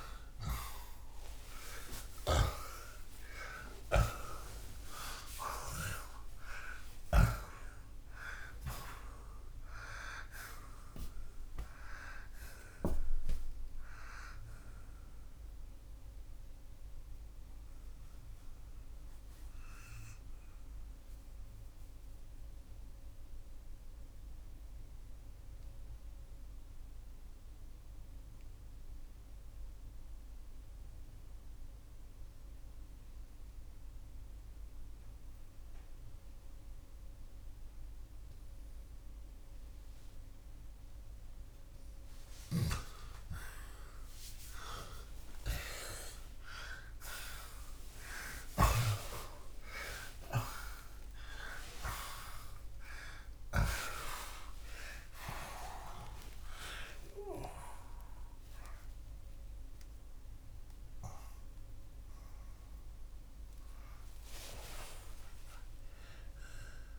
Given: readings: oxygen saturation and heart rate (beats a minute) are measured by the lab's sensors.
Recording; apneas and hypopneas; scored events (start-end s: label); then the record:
breathing in sleep by a room microphone; 1
0.00-7.00 s: snoring (device-marked)
0.50-5.00 s: arousal
17.00-41.00 s: mixed apnea (oxygen 89% before, 80% lowest, heart rate 93 before, 61 extreme, up 42 after)
30.50-48.50 s: oxygen desaturation (device-marked, oxygen 89% before, 80% lowest, heart rate 64 before, 62 extreme)
48.00-53.50 s: snoring (device-marked)
50.50-66.99 s: new sleep stage, awake
From the record:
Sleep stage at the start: N2 (light sleep); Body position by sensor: on the back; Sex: male